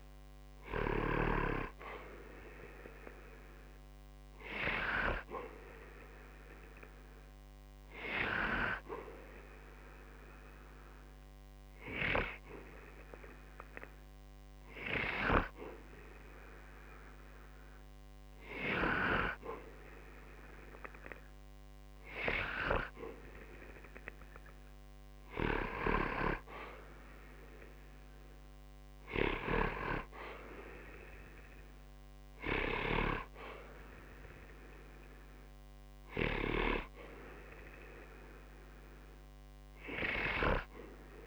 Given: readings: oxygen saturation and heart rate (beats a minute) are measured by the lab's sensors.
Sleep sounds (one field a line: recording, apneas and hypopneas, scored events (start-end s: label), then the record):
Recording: breathing in sleep by a microphone on the trachea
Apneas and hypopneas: 1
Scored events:
8.50-20.00 s: hypopnea (oxygen 94% before, 91% lowest, heart rate 65 before, 60 extreme, up 8 after)
23.00-25.50 s: arousal
From the record:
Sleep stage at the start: N2 (light sleep)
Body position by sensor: on the back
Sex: male